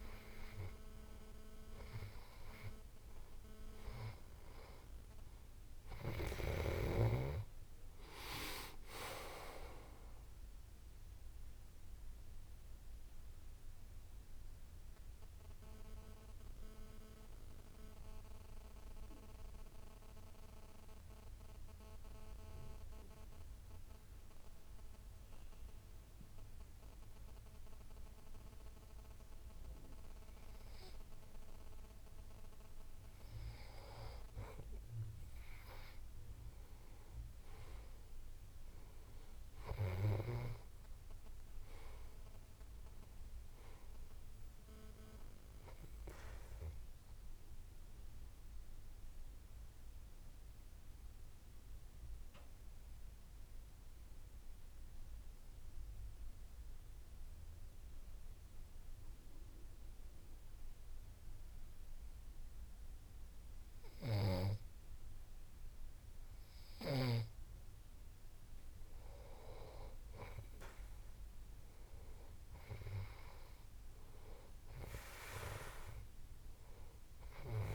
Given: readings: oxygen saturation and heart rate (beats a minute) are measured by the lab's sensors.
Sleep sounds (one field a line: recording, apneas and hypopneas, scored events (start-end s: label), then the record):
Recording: breathing in sleep by a room microphone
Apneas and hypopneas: 2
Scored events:
0.00-1.50 s: arousal
11.50-34.50 s: mixed apnea (oxygen 95% before, 92% lowest)
38.00-42.00 s: arousal
50.50-69.50 s: obstructive apnea (oxygen 98% before, 93% lowest)
72.00-75.50 s: arousal
From the record:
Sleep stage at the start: N2 (light sleep)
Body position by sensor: on the back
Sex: male